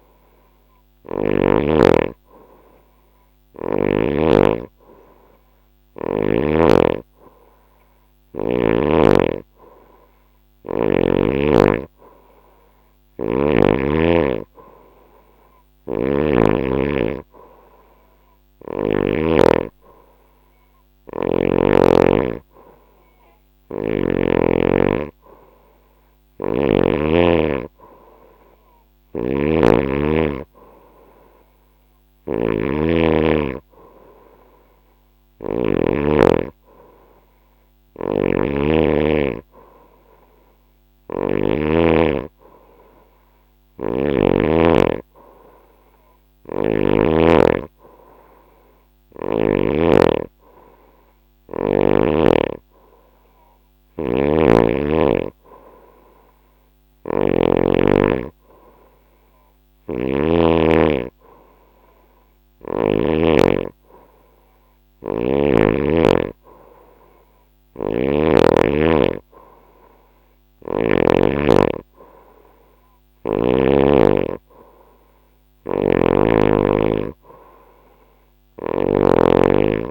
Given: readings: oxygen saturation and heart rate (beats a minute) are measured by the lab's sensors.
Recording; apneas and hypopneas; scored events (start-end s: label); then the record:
breathing in sleep by a microphone on the trachea; none
0.00-1.00 s: snoring (device-marked)
28.00-35.00 s: snoring (device-marked)
37.00-41.00 s: snoring (device-marked)
45.50-49.00 s: snoring (device-marked)
56.00-62.50 s: snoring (device-marked)
67.00-70.50 s: snoring (device-marked)
75.00-78.50 s: snoring (device-marked)
From the record:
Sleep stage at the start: N2 (light sleep); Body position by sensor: on the right side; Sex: female